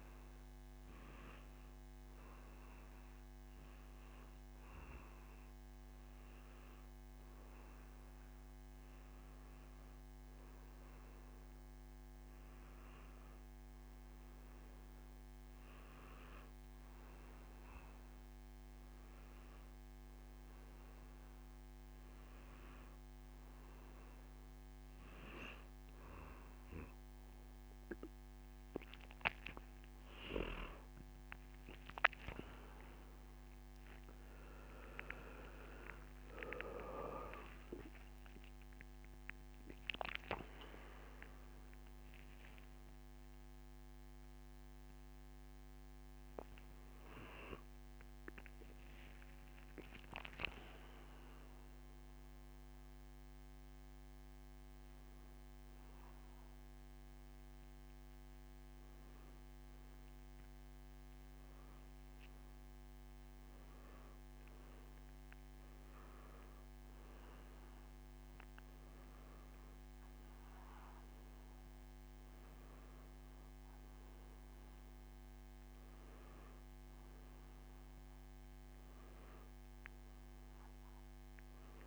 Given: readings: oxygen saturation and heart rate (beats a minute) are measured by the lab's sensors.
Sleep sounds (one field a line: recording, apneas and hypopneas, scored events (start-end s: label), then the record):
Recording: a person awake in a sleep study, by a microphone on the trachea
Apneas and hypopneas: none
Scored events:
0.00-12.50 s: oxygen desaturation (device-marked, oxygen 92% lowest, heart rate 81 extreme)
15.50-75.50 s: new sleep stage, awake
39.50-45.50 s: oxygen desaturation (device-marked, oxygen 96% before, 93% lowest, heart rate 88 before, 86 extreme)
75.50-81.87 s: new sleep stage, N2 (light sleep)
From the record:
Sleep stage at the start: N2 (light sleep)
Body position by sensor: on the back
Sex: male